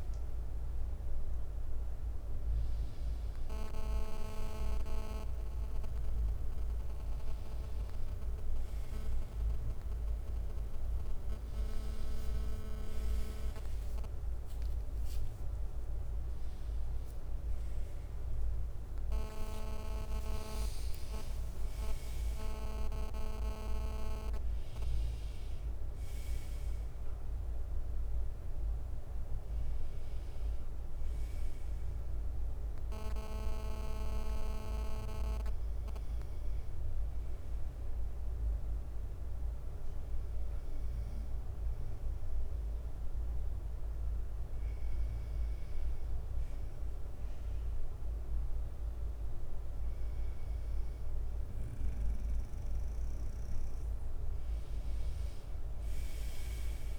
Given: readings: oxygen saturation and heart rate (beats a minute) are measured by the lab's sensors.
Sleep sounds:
breathing in sleep by a room microphone; 1
0.00-4.50 s: drop in pulse transit time (device-marked, heart rate 68 extreme)
18.50-23.00 s: arousal
18.50-27.50 s: drop in pulse transit time (device-marked, heart rate 67 before, 69 extreme)
19.00-21.50 s: leg movement (device-marked)
33.50-48.50 s: hypopnea (oxygen 98% before, 94% lowest, heart rate 68 before, 59 extreme, up 1 after)
46.50-56.99 s: oxygen desaturation (device-marked, oxygen 97% before, 94% lowest, heart rate 64 before, 59 extreme)
53.50-56.99 s: arousal
From the record:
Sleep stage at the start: N2 (light sleep); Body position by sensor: on the right side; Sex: male

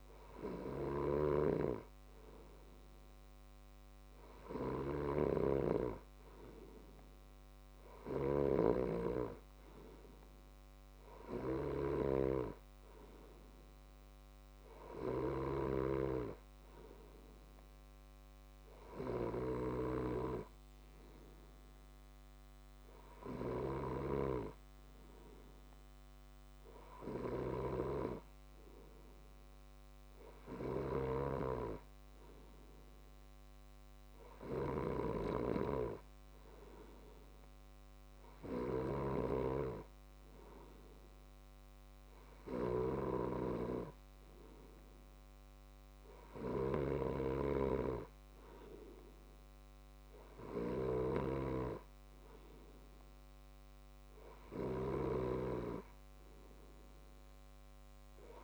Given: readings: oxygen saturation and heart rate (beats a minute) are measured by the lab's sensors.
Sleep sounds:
breathing in sleep by a microphone on the trachea; none
0.00-8.50 s: snoring (device-marked)
15.00-39.00 s: snoring (device-marked)
54.50-58.44 s: snoring (device-marked)
From the record:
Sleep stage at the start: N2 (light sleep); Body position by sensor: on the left side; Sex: male

